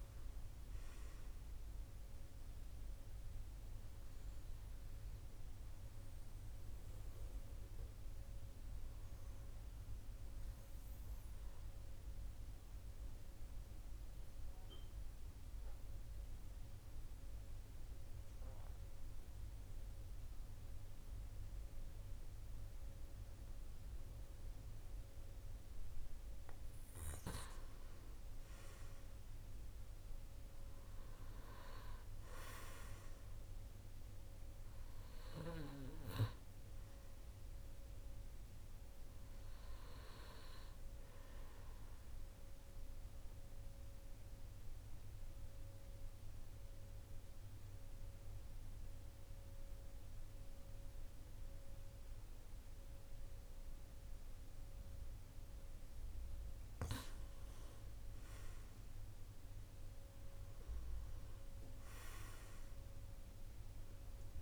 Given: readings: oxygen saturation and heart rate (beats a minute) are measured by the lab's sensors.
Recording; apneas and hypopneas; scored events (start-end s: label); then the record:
breathing in sleep by a room microphone; 2
11.50-26.00 s: mixed apnea (oxygen 97% before, 93% lowest, heart rate 53 before, 50 extreme, up 6 after)
27.50-31.50 s: arousal
28.50-48.50 s: oxygen desaturation (device-marked, oxygen 96% before, 93% lowest, heart rate 51 before, 51 extreme)
41.50-56.50 s: obstructive apnea (oxygen 97% before, 93% lowest, heart rate 53 before, 48 extreme, up 6 after)
59.00-63.00 s: arousal
From the record:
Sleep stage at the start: N2 (light sleep); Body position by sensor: on the back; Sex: male